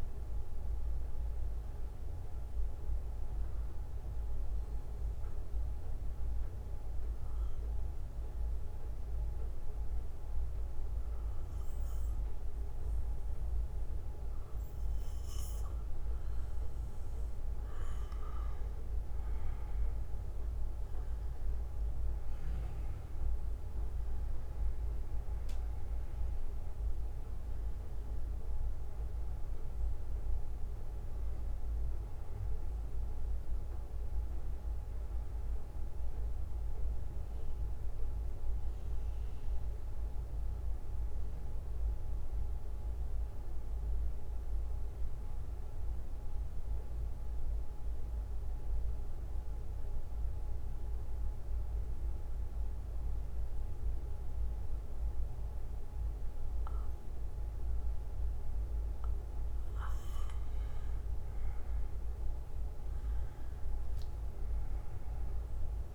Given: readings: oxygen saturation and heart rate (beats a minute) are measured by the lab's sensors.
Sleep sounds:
breathing in sleep, hard to hear, by a room microphone; 2
0.00-12.50 s: bradycardia (device-marked, heart rate 53 extreme)
0.00-14.50 s: oxygen desaturation (device-marked, oxygen 91% lowest, heart rate 53 extreme)
0.50-17.00 s: central apnea (oxygen 99% before, 91% lowest, heart rate 61 before, 48 extreme, up 11 after)
20.00-24.50 s: arousal
32.50-58.50 s: bradycardia (device-marked, heart rate 60 before, 48 extreme)
39.00-59.00 s: central apnea (oxygen 97% before, 91% lowest, heart rate 63 before, 50 extreme, up 13 after)
47.50-59.50 s: oxygen desaturation (device-marked, oxygen 95% before, 91% lowest, heart rate 57 before, 51 extreme)
62.50-65.95 s: arousal
From the record:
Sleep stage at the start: N2 (light sleep); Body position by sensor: on the back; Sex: male

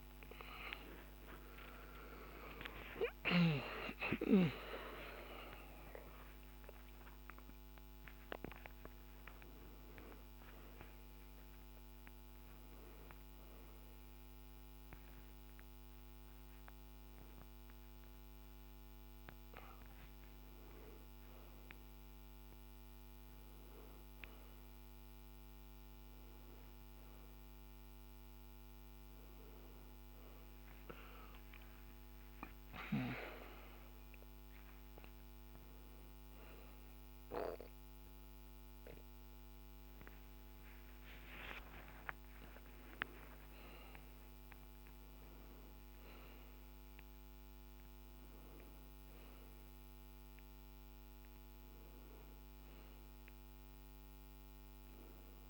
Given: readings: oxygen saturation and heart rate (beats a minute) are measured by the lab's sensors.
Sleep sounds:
a person awake in a sleep study, by a microphone on the trachea; none
41.00-55.49 s: new sleep stage, N1 (lightest sleep)
From the record:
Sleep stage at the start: awake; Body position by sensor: on the back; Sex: male

